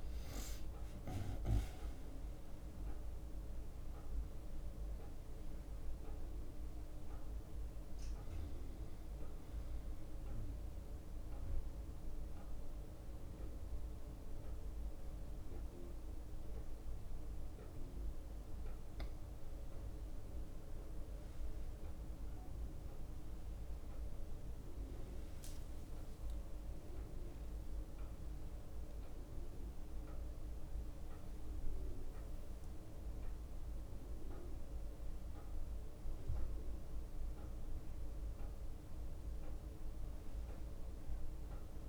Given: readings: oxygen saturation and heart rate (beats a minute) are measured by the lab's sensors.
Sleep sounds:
breathing in sleep, hard to hear, by a room microphone; none
0.00-2.00 s: leg movement (device-marked)
1.50-21.50 s: oxygen desaturation (device-marked, oxygen 97% before, 93% lowest, heart rate 67 before, 62 extreme)
4.00-7.50 s: leg movement (device-marked)
5.50-41.89 s: new sleep stage, N1 (lightest sleep)
20.00-22.00 s: leg movement (device-marked)
23.00-28.00 s: arousal
28.50-34.50 s: oxygen desaturation (device-marked, oxygen 98% before, 95% lowest, heart rate 65 before, 64 extreme)
39.50-41.89 s: drop in pulse transit time (device-marked, heart rate 68 before, 66 extreme)
From the record:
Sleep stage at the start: N2 (light sleep); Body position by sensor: on the right side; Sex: male

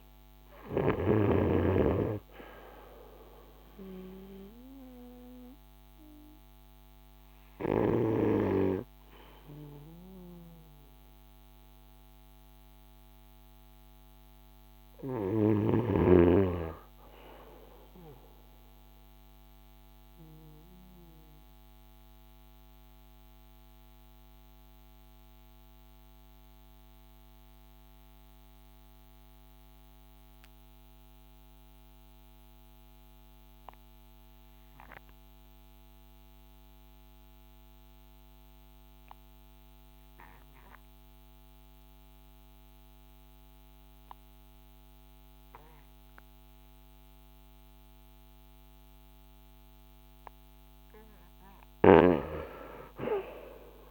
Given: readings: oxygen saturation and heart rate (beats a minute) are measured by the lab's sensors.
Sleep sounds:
breathing in sleep by a microphone on the trachea; 1
0.00-29.00 s: oxygen desaturation (device-marked, oxygen 77% lowest, heart rate 46 extreme)
18.00-49.50 s: obstructive apnea (oxygen 84% before, 77% lowest, heart rate 58 before, 44 extreme, up 4 after)
43.00-53.91 s: oxygen desaturation (device-marked, oxygen 98% before, 79% lowest, heart rate 51 before, 44 extreme)
From the record:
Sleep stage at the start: REM sleep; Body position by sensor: on the front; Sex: male

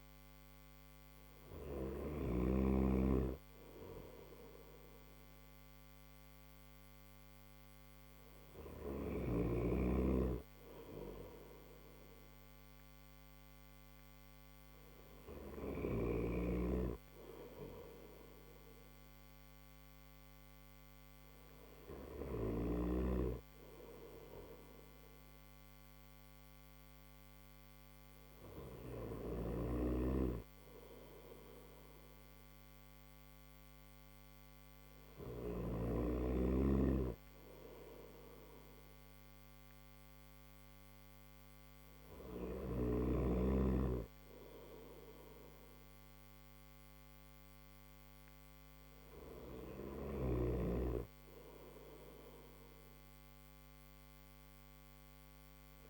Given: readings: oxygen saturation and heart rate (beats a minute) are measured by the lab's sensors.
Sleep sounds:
breathing in sleep by a microphone on the trachea; none
28.50-35.00 s: snoring (device-marked)
From the record:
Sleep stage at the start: N3 (deep sleep); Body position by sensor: on the right side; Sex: male

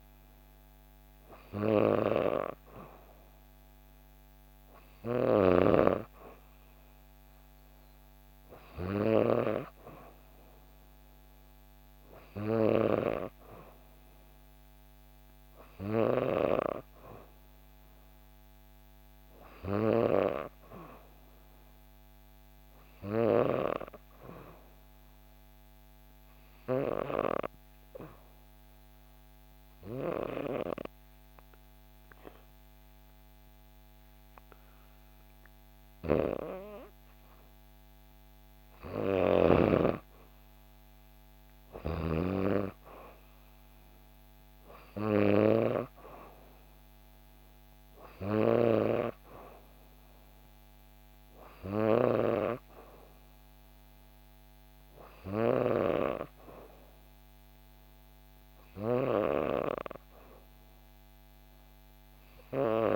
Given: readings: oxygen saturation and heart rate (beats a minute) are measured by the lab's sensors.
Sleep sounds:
breathing in sleep by a microphone on the trachea; 1
26.50-37.50 s: obstructive apnea (oxygen 94% before, 91% lowest, heart rate 65 before, 63 extreme, up 1 after)
38.50-42.00 s: snoring (device-marked)
39.50-43.00 s: arousal
43.50-60.50 s: oxygen desaturation (device-marked, oxygen 94% before, 91% lowest, heart rate 65 before, 63 extreme)
From the record:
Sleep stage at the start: N2 (light sleep); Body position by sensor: on the back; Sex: female

